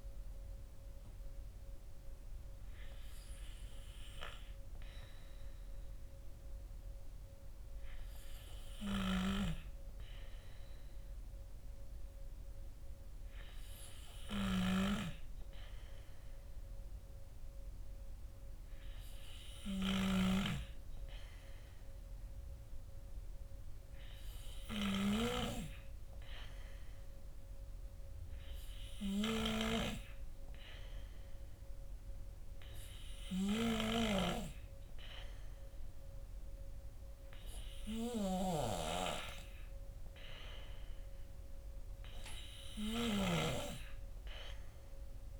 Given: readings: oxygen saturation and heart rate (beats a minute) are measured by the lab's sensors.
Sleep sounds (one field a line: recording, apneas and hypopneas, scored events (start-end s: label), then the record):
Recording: breathing in sleep by a room microphone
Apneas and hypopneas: none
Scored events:
none scored
From the record:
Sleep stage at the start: N2 (light sleep)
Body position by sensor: on the back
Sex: male